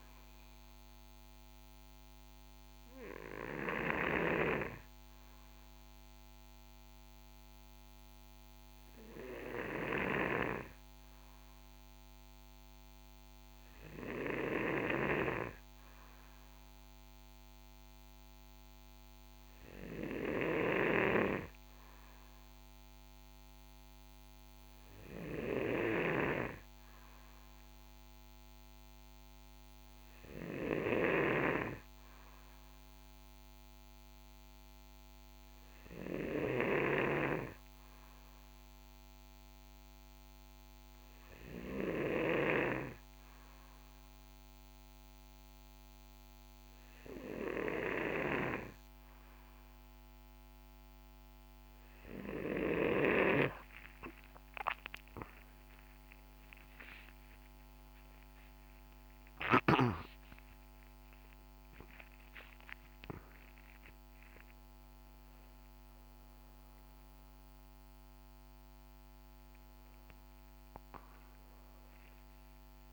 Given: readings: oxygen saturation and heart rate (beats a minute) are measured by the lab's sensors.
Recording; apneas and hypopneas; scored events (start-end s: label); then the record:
a person partly awake in a sleep study, by a microphone on the trachea; 1
37.00-51.00 s: hypopnea (oxygen 94% before, 92% lowest, heart rate 61 before, 61 extreme, up 17 after)
54.00-72.93 s: new sleep stage, awake
From the record:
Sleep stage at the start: N2 (light sleep); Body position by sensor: on the right side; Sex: male